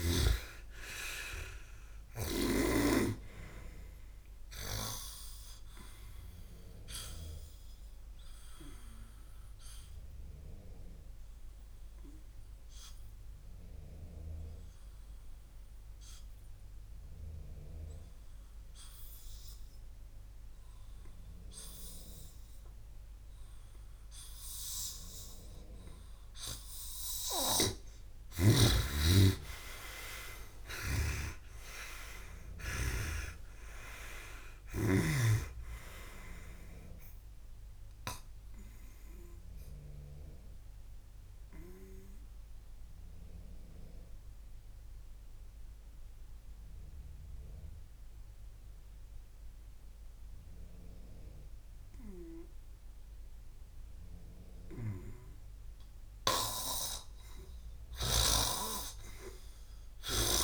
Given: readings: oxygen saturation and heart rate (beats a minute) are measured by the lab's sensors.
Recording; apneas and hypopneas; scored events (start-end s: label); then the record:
breathing in sleep by a room microphone; 2
0.00-1.50 s: arousal
9.50-26.50 s: obstructive apnea (oxygen 97% before, 88% lowest, heart rate 67 before, 57 extreme, up 54 after)
23.00-29.00 s: oxygen desaturation (device-marked, oxygen 98% before, 93% lowest, heart rate 62 before, 57 extreme)
30.00-35.00 s: arousal
30.50-35.00 s: snoring (device-marked)
38.00-60.44 s: oxygen desaturation (device-marked, oxygen 98% before, 88% lowest, heart rate 75 before, 57 extreme)
40.50-54.50 s: obstructive apnea (oxygen 98% before, 88% lowest, heart rate 76 before, 57 extreme, up 11 after)
58.00-60.44 s: snoring (device-marked)
From the record:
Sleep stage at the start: N2 (light sleep); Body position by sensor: on the back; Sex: male